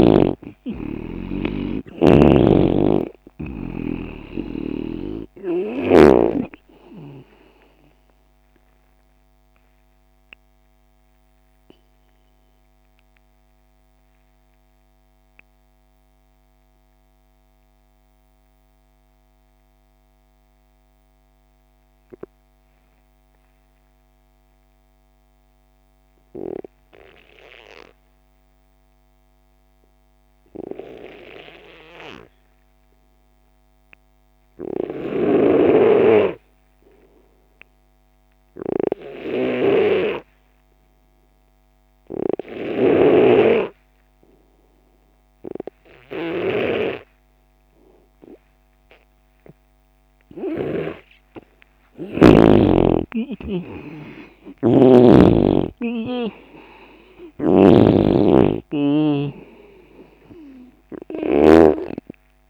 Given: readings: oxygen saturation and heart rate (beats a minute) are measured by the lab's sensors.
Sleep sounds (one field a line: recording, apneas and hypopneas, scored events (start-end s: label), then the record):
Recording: breathing in sleep by a microphone on the trachea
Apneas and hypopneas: 1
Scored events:
0.00-2.50 s: arousal
0.00-25.00 s: oxygen desaturation (device-marked, oxygen 85% lowest)
1.50-6.00 s: snoring (device-marked)
10.50-51.50 s: mixed apnea (oxygen 98% before, 85% lowest)
34.50-50.50 s: snoring (device-marked)
41.00-59.00 s: oxygen desaturation (device-marked, oxygen 97% before, 89% lowest)
53.00-57.00 s: arousal
57.50-62.50 s: snoring (device-marked)
From the record:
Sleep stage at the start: N2 (light sleep)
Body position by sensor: on the left side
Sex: male